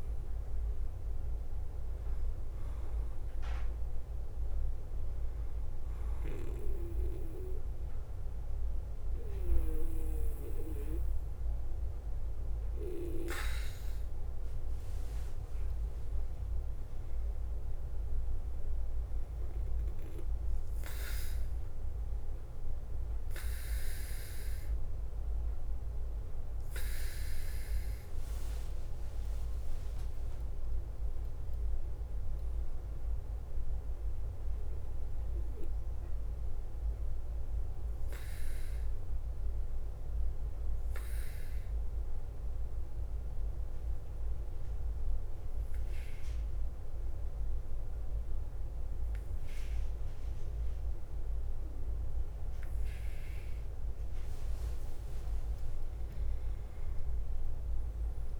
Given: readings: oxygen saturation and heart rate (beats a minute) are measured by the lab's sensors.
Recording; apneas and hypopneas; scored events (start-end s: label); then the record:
breathing in sleep by a room microphone; 2
0.00-1.00 s: arousal
0.00-58.39 s: bradycardia (device-marked, heart rate 43 extreme)
5.00-15.50 s: hypopnea (oxygen 97% before, 91% lowest, heart rate 50 before, 48 extreme, up 3 after)
17.00-21.00 s: arousal
19.00-35.00 s: oxygen desaturation (device-marked, oxygen 95% before, 91% lowest, heart rate 50 before, 44 extreme)
36.00-53.00 s: obstructive apnea (oxygen 95% before, 92% lowest, heart rate 53 before, 44 extreme, up 4 after)
55.00-58.00 s: arousal
From the record:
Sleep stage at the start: N2 (light sleep); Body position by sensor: on the back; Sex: male